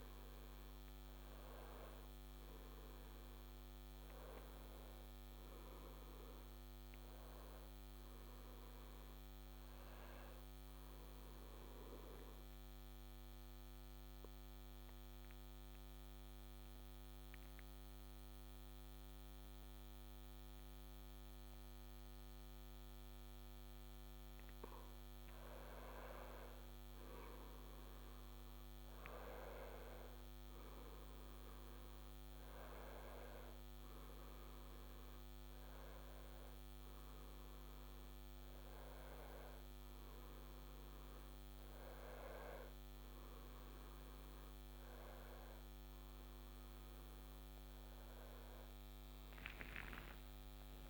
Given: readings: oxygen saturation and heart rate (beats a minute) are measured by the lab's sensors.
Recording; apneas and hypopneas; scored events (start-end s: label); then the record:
breathing in sleep by a microphone on the trachea; 1
10.50-24.50 s: obstructive apnea (oxygen 97% before, 92% lowest, heart rate 72 before, 63 extreme, up 6 after)
26.00-48.00 s: oxygen desaturation (device-marked, oxygen 96% before, 92% lowest, heart rate 68 before, 58 extreme)
40.00-50.90 s: new sleep stage, awake
From the record:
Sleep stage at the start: N2 (light sleep); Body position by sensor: on the back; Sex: male